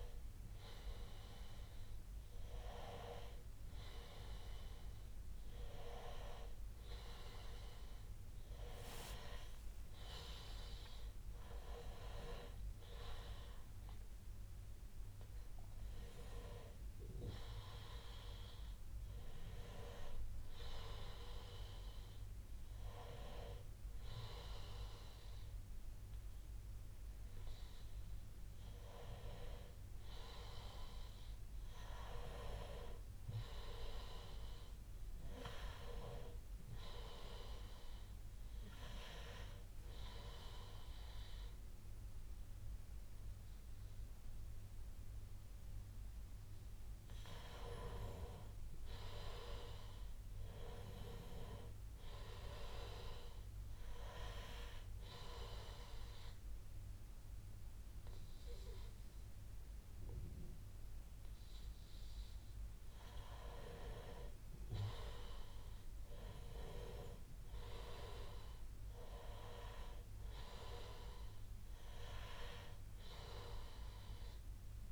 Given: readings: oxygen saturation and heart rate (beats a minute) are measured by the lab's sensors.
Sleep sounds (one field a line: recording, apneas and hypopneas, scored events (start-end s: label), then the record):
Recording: breathing in sleep by a room microphone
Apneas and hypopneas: none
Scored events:
9.00-13.50 s: arousal
16.50-74.92 s: new sleep stage, N2 (light sleep)
From the record:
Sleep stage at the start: N1 (lightest sleep)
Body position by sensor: on the back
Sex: male